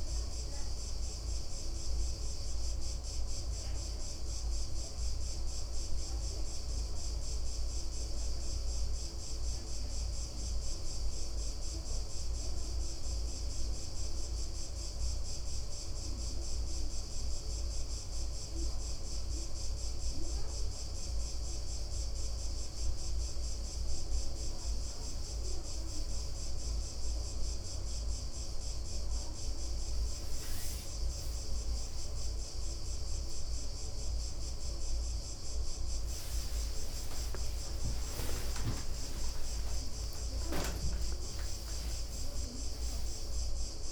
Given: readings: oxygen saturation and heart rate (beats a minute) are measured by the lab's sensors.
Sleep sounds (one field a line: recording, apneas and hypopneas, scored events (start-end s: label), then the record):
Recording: breathing in sleep, hard to hear, by a room microphone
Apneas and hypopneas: 1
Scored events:
0.00-1.00 s: arousal
0.00-15.50 s: oxygen desaturation (device-marked, oxygen 93% lowest, heart rate 61 extreme)
11.00-27.00 s: hypopnea (oxygen 96% before, 94% lowest, heart rate 64 before, 61 extreme, up 9 after)
35.50-41.50 s: tachycardia (device-marked, heart rate 69 before, 126 extreme)
36.00-41.50 s: arousal
From the record:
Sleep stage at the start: N2 (light sleep)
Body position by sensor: on the back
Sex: male